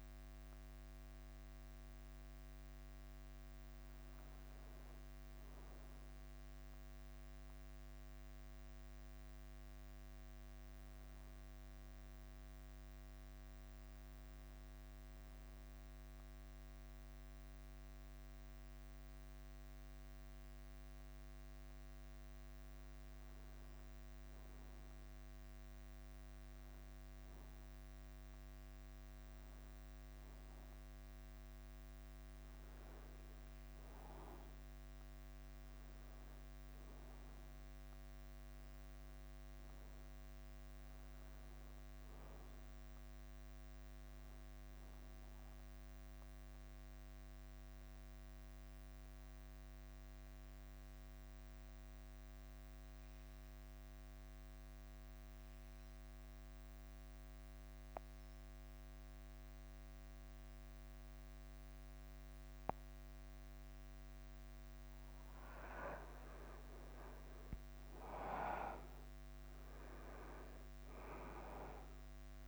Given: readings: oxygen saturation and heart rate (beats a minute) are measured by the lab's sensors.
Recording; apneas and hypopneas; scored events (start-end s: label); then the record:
breathing in sleep, hard to hear, by a microphone on the trachea; 2
0.00-22.00 s: oxygen desaturation (device-marked, oxygen 93% lowest, heart rate 51 extreme)
0.00-72.48 s: bradycardia (device-marked, heart rate 41 extreme)
0.50-23.00 s: hypopnea (oxygen 99% before, 93% lowest, heart rate 53 before, 51 extreme, up 1 after)
25.00-28.50 s: arousal
47.50-63.50 s: mixed apnea (oxygen 100% before, 92% lowest, heart rate 53 before, 49 extreme, up 4 after)
71.00-72.48 s: oxygen desaturation (device-marked, oxygen 97% before, 94% lowest, heart rate 50 before, 50 extreme)
From the record:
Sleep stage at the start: N2 (light sleep); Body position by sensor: on the back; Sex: male